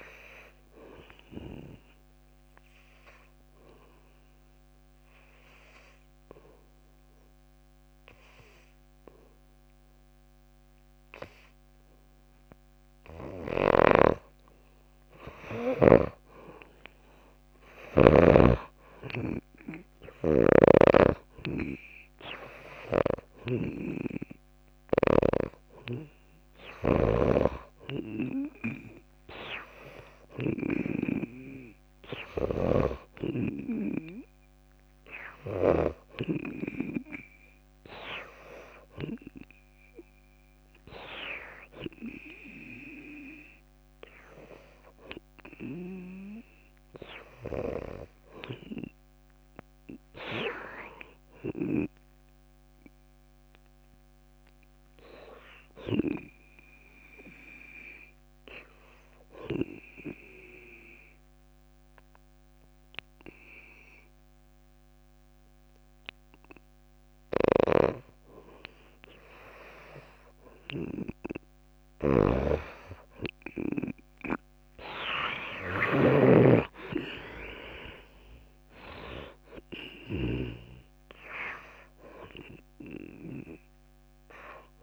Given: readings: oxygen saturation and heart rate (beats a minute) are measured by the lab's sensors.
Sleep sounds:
breathing in sleep by a microphone on the trachea; 2
1.50-14.50 s: obstructive apnea (oxygen 97% before, 84% lowest)
14.00-18.50 s: snoring (device-marked)
15.00-31.00 s: oxygen desaturation (device-marked, oxygen 97% before, 84% lowest)
16.00-19.00 s: arousal
20.50-33.00 s: snoring (device-marked)
50.50-54.00 s: arousal
59.50-70.00 s: obstructive apnea (oxygen 96% before, 81% lowest)
67.50-81.00 s: snoring (device-marked)
72.50-76.50 s: arousal
75.00-84.83 s: oxygen desaturation (device-marked, oxygen 96% before, 88% lowest)
78.50-80.50 s: long interval between heartbeats (device-marked)
From the record:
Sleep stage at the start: N2 (light sleep); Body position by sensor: on the back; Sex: female

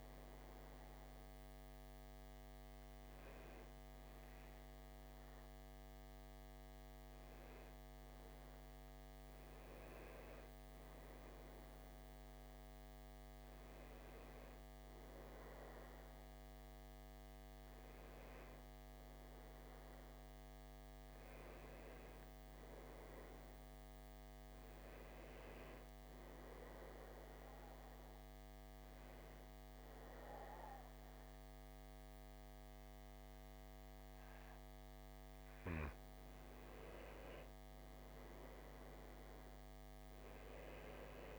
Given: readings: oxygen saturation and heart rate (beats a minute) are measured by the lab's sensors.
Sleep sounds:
breathing in sleep, hard to hear, by a microphone on the trachea; 1
26.50-36.50 s: hypopnea (oxygen 96% before, 91% lowest, heart rate 62 before, 57 extreme, up 6 after)
37.50-41.39 s: arousal
From the record:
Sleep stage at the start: N2 (light sleep); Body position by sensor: on the back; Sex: male

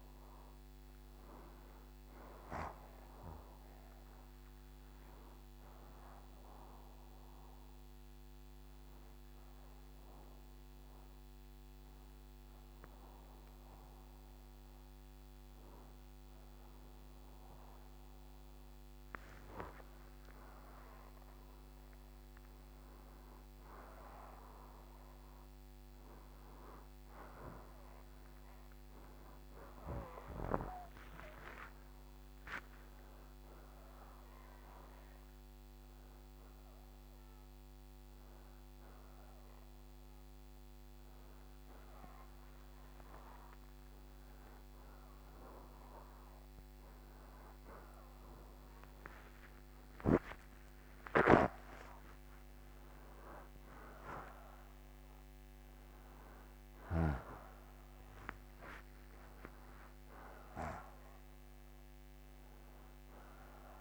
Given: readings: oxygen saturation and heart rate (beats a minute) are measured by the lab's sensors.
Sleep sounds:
a person awake in a sleep study, by a microphone on the trachea; none
0.00-2.50 s: oxygen desaturation (device-marked, oxygen 87% lowest, heart rate 61 extreme)
From the record:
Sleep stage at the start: awake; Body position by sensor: on the right side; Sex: male

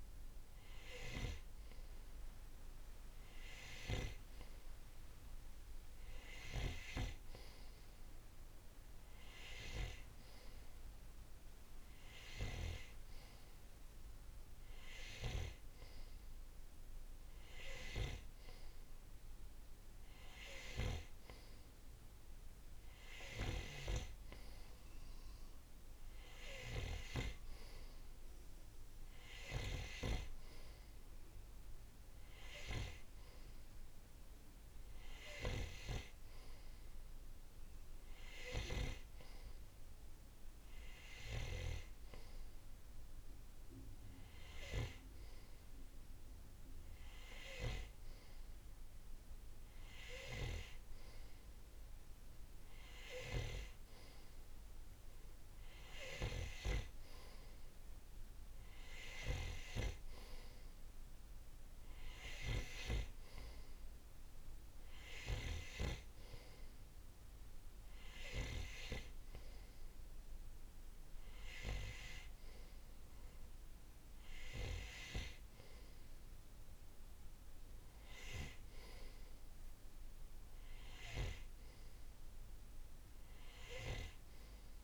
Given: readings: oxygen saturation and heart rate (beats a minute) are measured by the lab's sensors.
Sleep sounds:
breathing in sleep by a room microphone; none
none scored
From the record:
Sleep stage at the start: N3 (deep sleep); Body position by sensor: on the right side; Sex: male

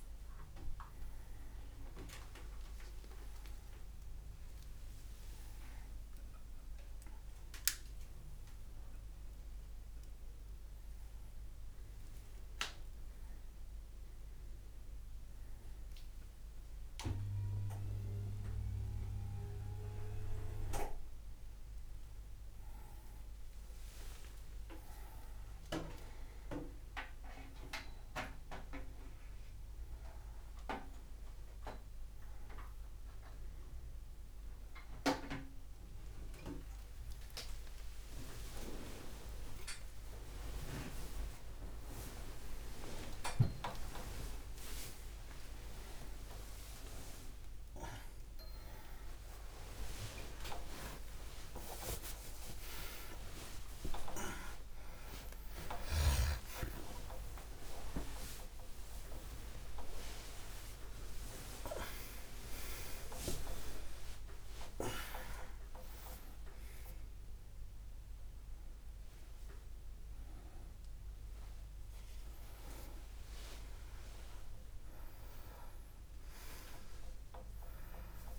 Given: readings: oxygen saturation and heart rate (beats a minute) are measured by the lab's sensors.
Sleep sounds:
a person awake in a sleep study, by a room microphone; none
0.00-16.00 s: oxygen desaturation (device-marked, oxygen 96% lowest)
From the record:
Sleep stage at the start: awake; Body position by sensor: on the right side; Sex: male

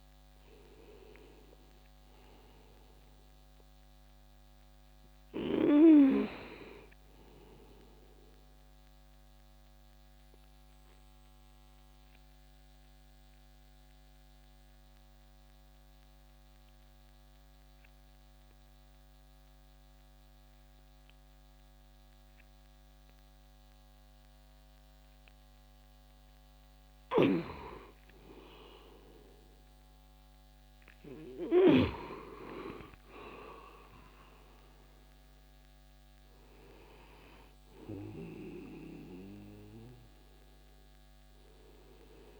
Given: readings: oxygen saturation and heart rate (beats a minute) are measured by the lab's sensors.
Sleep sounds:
breathing in sleep by a microphone on the trachea; 1
9.00-26.50 s: obstructive apnea (oxygen 98% before, 94% lowest, heart rate 71 before, 60 extreme, up 8 after)
29.50-35.00 s: arousal
From the record:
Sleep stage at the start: N2 (light sleep); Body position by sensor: on the back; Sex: male

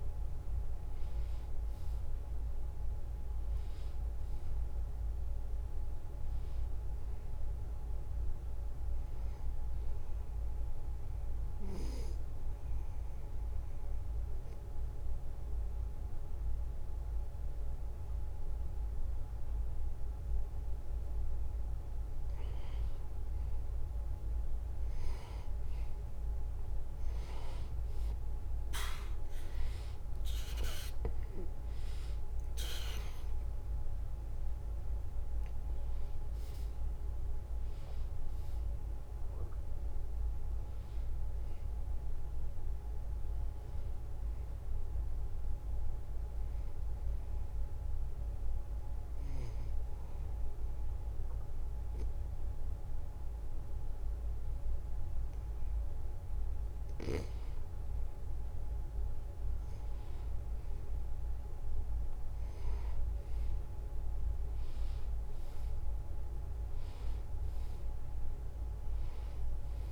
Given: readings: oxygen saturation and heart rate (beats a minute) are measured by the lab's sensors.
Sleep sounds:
breathing in sleep, hard to hear, by a room microphone; 2
0.00-12.00 s: oxygen desaturation (device-marked, oxygen 90% lowest, heart rate 69 extreme)
11.50-22.50 s: obstructive apnea (oxygen 94% before, 90% lowest, heart rate 77 before, 69 extreme, up 0 after)
30.00-41.00 s: oxygen desaturation (device-marked, oxygen 94% before, 90% lowest, heart rate 72 before, 72 extreme)
31.50-36.00 s: arousal
47.50-57.50 s: hypopnea (oxygen 95% before, 91% lowest, heart rate 76 before, 72 extreme, up 0 after)
60.00-65.00 s: arousal
From the record:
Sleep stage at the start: N2 (light sleep); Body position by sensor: on the right side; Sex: male

